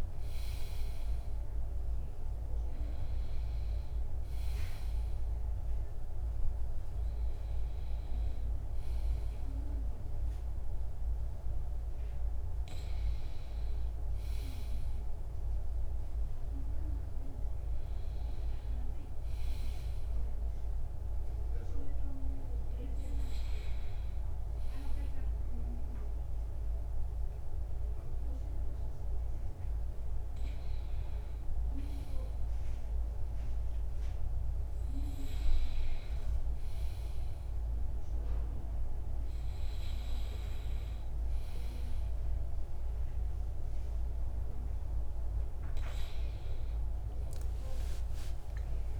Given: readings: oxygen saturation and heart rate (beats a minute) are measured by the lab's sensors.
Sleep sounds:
breathing in sleep, hard to hear, by a room microphone; none
0.00-14.00 s: oxygen desaturation (device-marked, oxygen 94% lowest, heart rate 69 extreme)
47.00-49.00 s: arousal
From the record:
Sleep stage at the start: N2 (light sleep); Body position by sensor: on the back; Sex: male

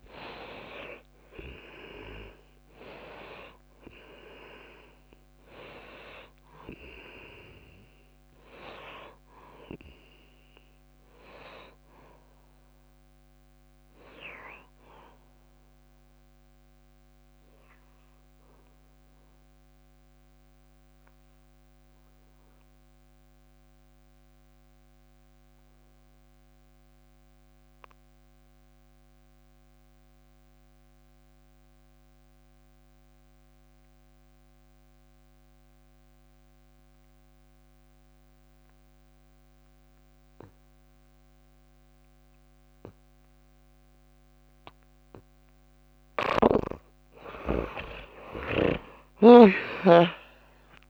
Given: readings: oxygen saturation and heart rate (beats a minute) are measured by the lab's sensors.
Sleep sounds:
breathing in sleep by a microphone on the trachea; 1
0.00-1.00 s: tachycardia (device-marked, heart rate 131 extreme)
0.00-15.00 s: oxygen desaturation (device-marked, oxygen 74% lowest, heart rate 55 extreme)
19.50-46.50 s: obstructive apnea (oxygen 93% before, 75% lowest, heart rate 81 before, 57 extreme, up 14 after)
41.00-50.90 s: oxygen desaturation (device-marked, oxygen 98% before, 75% lowest, heart rate 60 before, 57 extreme)
From the record:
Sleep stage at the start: N2 (light sleep); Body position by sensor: on the back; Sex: female

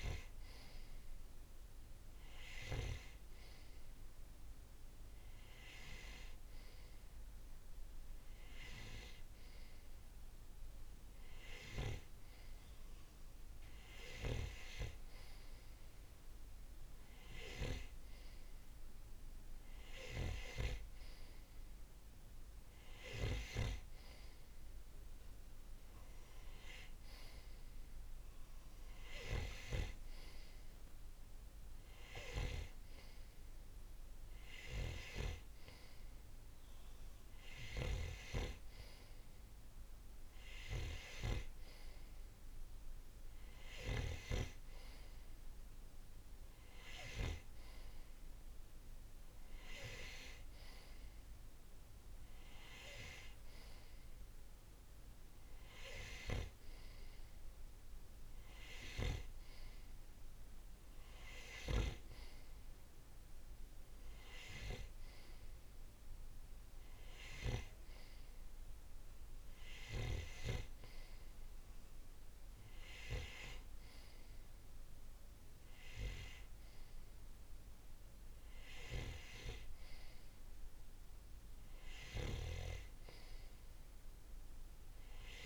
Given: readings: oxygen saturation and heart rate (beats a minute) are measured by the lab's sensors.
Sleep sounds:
breathing in sleep by a room microphone; none
none scored
From the record:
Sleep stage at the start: N3 (deep sleep); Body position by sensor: on the right side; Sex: male

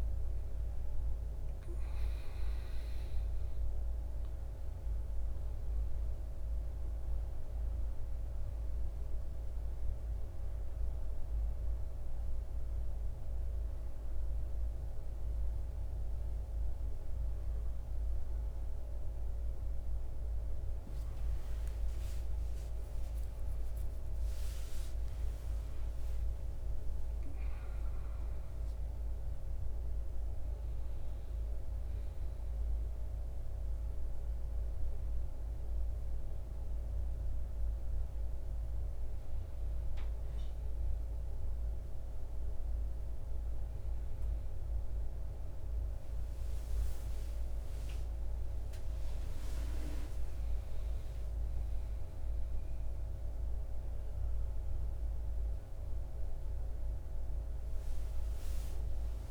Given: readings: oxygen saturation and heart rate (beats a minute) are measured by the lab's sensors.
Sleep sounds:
breathing in sleep, hard to hear, by a room microphone; 1
0.00-1.50 s: arousal
0.00-19.00 s: oxygen desaturation (device-marked, oxygen 98% before, 87% lowest, heart rate 58 before, 60 extreme)
8.50-20.50 s: hypopnea (oxygen 98% before, 87% lowest, heart rate 62 before, 60 extreme, up 10 after)
9.00-59.31 s: new sleep stage, N1 (lightest sleep)
22.00-27.50 s: arousal
From the record:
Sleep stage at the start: N2 (light sleep); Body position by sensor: on the back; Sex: male

